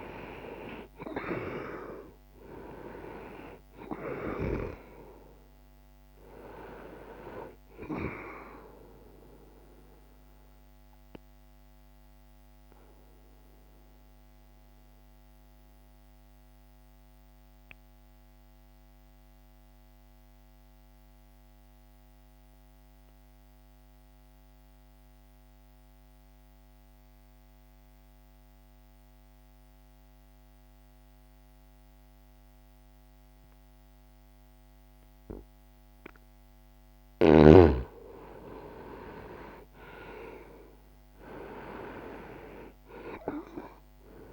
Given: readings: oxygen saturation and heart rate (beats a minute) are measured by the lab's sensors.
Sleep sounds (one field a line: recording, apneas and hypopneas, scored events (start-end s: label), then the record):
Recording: breathing in sleep by a microphone on the trachea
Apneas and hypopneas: 1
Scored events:
0.50-12.50 s: oxygen desaturation (device-marked, oxygen 97% before, 91% lowest, heart rate 63 before, 60 extreme)
8.50-36.50 s: obstructive apnea (oxygen 97% before, 86% lowest, heart rate 62 before, 60 extreme, up 2 after)
21.50-35.50 s: oxygen desaturation (device-marked, oxygen 92% before, 86% lowest, heart rate 60 before, 60 extreme)
37.50-42.50 s: arousal
From the record:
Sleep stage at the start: N2 (light sleep)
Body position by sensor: on the back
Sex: male